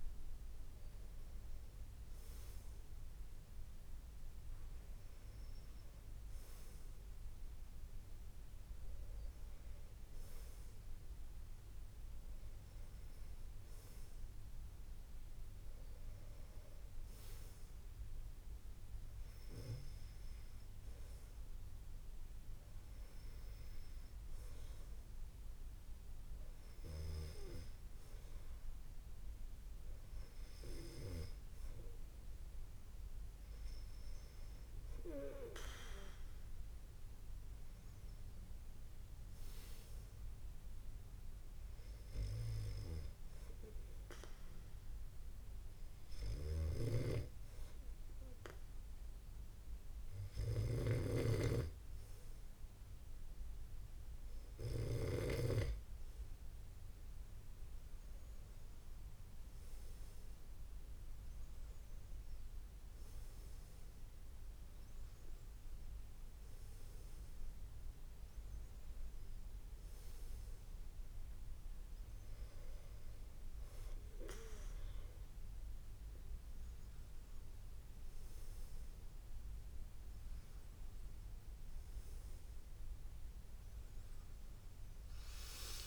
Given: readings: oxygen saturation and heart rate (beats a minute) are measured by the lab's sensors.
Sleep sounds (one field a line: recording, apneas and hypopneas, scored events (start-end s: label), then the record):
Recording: breathing in sleep by a room microphone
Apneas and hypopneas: 1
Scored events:
42.50-53.50 s: hypopnea (oxygen 95% before, 93% lowest, heart rate 83 before, 79 extreme, up 13 after)
46.00-50.50 s: snoring (device-marked)
57.00-60.50 s: arousal
From the record:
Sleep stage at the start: N2 (light sleep)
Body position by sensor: on the back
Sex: male